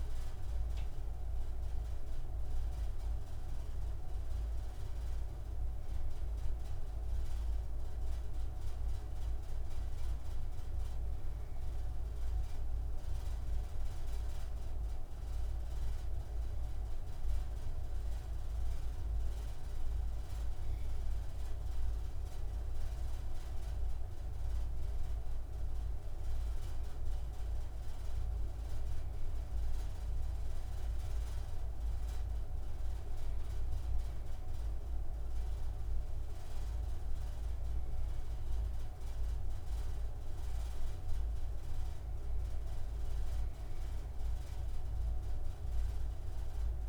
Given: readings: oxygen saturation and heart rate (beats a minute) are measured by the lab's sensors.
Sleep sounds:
breathing in sleep, hard to hear, by a room microphone; none
none scored
From the record:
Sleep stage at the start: N2 (light sleep); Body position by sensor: on the right side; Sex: male

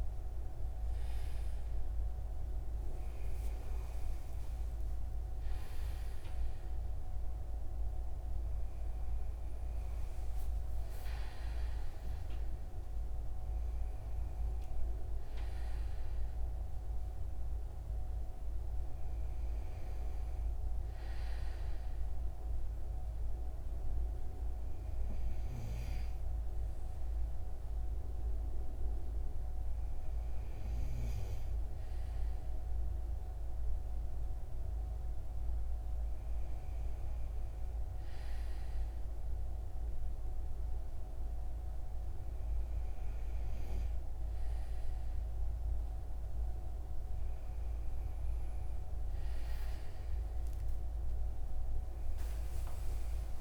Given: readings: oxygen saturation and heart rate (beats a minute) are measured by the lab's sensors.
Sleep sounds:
breathing in sleep, hard to hear, by a room microphone; none
0.00-5.00 s: arousal
From the record:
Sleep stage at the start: N2 (light sleep); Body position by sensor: on the right side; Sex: male

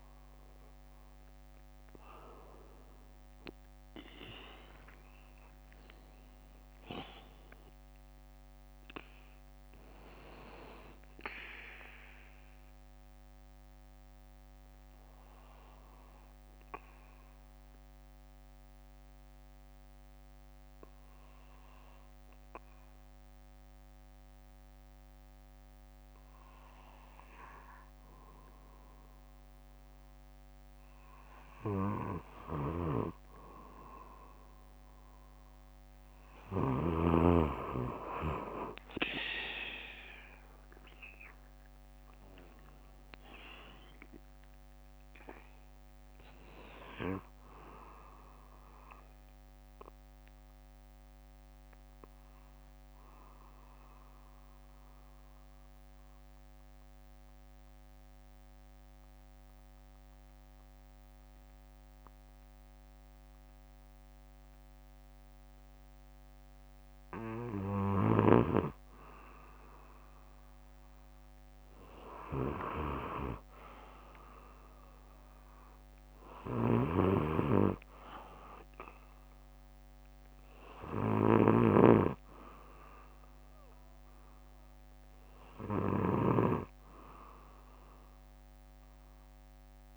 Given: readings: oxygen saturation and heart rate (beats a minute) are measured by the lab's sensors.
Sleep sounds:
breathing in sleep by a microphone on the trachea; 2
5.00-8.50 s: arousal
15.00-28.00 s: obstructive apnea (oxygen 94% before, 93% lowest, heart rate 64 before, 58 extreme, up 0 after)
15.50-17.50 s: bradycardia (device-marked, heart rate 60 before, 61 extreme)
19.50-33.50 s: bradycardia (device-marked, heart rate 60 before, 58 extreme)
40.00-43.50 s: arousal
49.50-68.50 s: bradycardia (device-marked, heart rate 60 before, 54 extreme)
50.50-66.50 s: central apnea (oxygen 96% before, 93% lowest, heart rate 63 before, 54 extreme, up 11 after)
69.00-72.50 s: arousal
84.50-86.50 s: bradycardia (device-marked, heart rate 60 before, 69 extreme)
87.50-89.97 s: bradycardia (device-marked, heart rate 60 before, 58 extreme)
From the record:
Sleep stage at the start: N2 (light sleep); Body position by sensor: on the back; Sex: male

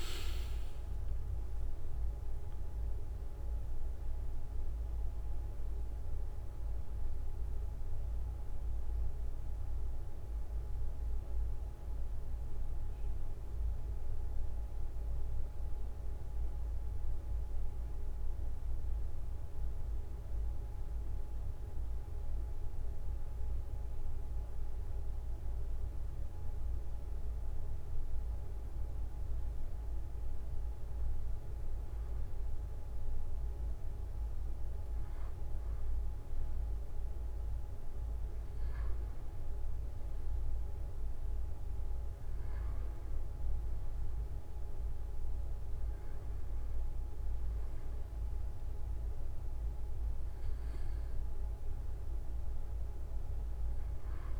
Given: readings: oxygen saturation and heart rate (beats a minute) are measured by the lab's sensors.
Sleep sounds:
breathing in sleep, hard to hear, by a room microphone; none
0.00-1.00 s: arousal
10.50-12.50 s: long interval between heartbeats (device-marked, heart rate 43 before, 47 extreme)
14.00-16.00 s: long interval between heartbeats (device-marked, heart rate 38 before, 37 extreme)
19.50-21.50 s: long interval between heartbeats (device-marked, heart rate 36 before, 40 extreme)
35.00-37.00 s: long interval between heartbeats (device-marked, heart rate 41 before, 47 extreme)
From the record:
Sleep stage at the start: N1 (lightest sleep); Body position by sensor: on the back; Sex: male

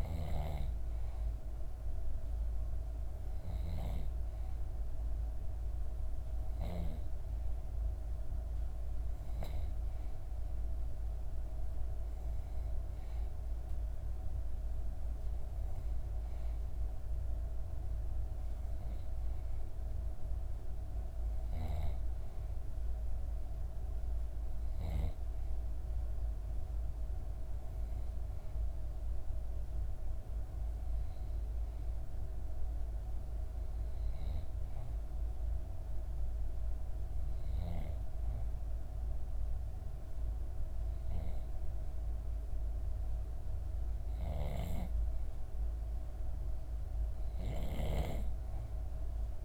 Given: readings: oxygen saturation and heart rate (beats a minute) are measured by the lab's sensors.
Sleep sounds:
breathing in sleep by a room microphone; none
0.00-5.50 s: arousal
From the record:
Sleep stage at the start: N2 (light sleep); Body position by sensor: on the back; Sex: female

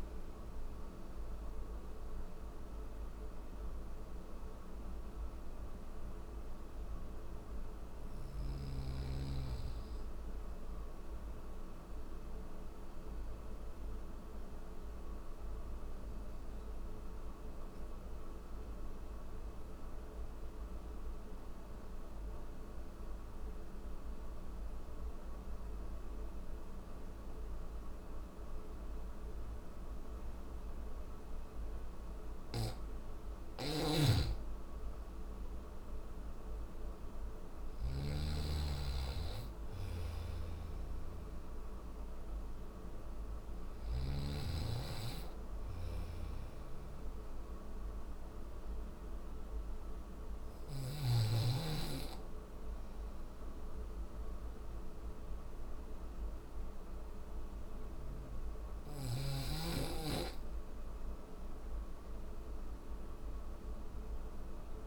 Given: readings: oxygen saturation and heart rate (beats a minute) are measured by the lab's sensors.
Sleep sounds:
breathing in sleep by a room microphone; none
32.50-37.00 s: snoring (device-marked)
32.50-59.50 s: oxygen desaturation (device-marked, oxygen 97% before, 92% lowest)
39.00-43.00 s: snoring (device-marked)
From the record:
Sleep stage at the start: N1 (lightest sleep); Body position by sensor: on the back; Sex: male

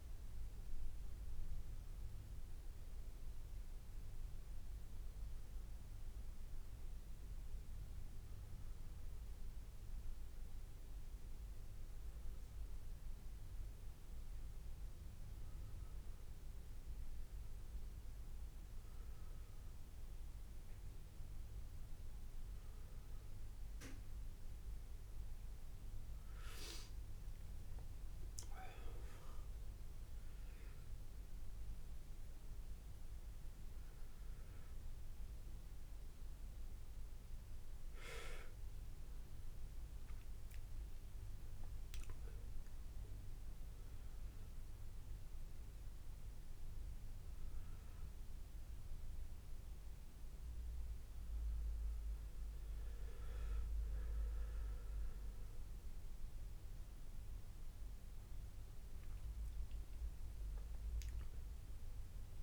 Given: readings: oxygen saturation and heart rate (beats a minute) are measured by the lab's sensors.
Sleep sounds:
breathing in sleep, hard to hear, by a room microphone; none
26.00-29.50 s: arousal
59.00-62.43 s: arousal
From the record:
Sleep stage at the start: N1 (lightest sleep); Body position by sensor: on the back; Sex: male

